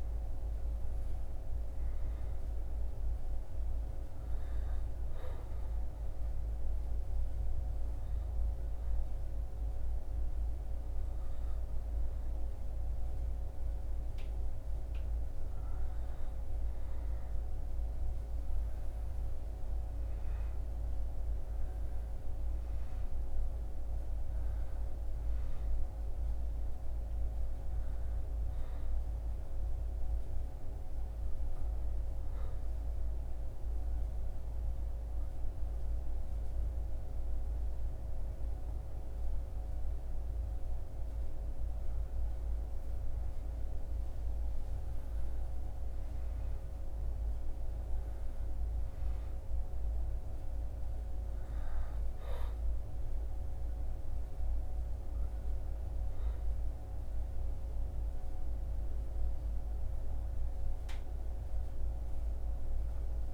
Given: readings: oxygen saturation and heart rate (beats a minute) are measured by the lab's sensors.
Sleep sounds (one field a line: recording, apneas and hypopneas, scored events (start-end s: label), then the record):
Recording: breathing in sleep, hard to hear, by a room microphone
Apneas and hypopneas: 2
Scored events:
5.50-16.00 s: obstructive apnea (oxygen 99% before, 96% lowest, heart rate 76 before, 63 extreme, up 10 after)
18.00-23.50 s: arousal
31.00-42.00 s: obstructive apnea (oxygen 99% before, 96% lowest, heart rate 68 before, 63 extreme, up 9 after)
45.00-50.00 s: arousal
48.00-63.34 s: new sleep stage, N2 (light sleep)
From the record:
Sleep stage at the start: N1 (lightest sleep)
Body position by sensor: on the back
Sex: male